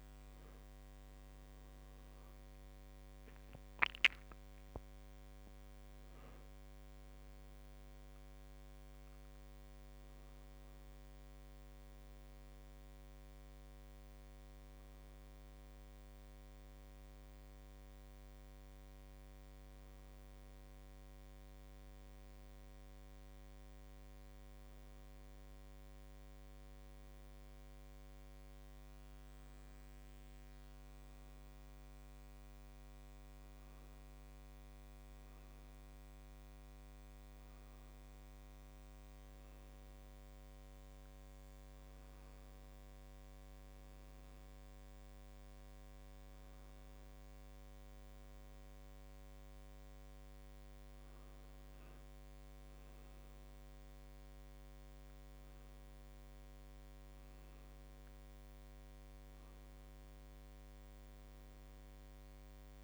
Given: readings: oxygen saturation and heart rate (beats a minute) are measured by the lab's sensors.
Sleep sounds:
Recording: a person awake in a sleep study, hard to hear, by a microphone on the trachea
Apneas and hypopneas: none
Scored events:
none scored
From the record:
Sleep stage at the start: awake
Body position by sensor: on the right side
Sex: male

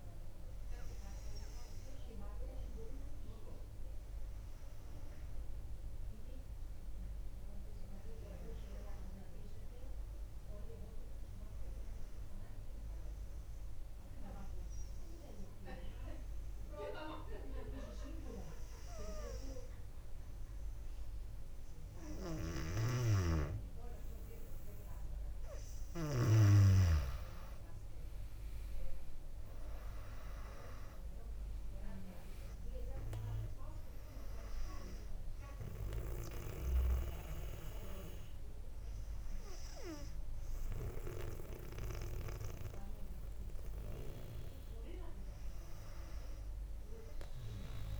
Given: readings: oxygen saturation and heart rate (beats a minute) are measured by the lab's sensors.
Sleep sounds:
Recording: breathing in sleep by a room microphone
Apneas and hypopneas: 1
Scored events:
10.00-23.00 s: obstructive apnea (oxygen 99% before, 95% lowest, heart rate 61 before, 58 extreme, up 1 after)
22.50-26.50 s: snoring (device-marked)
23.50-27.00 s: arousal
30.00-48.00 s: oxygen desaturation (device-marked, oxygen 98% before, 95% lowest, heart rate 59 before, 59 extreme)
From the record:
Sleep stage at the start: N2 (light sleep)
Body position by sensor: on the back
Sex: female

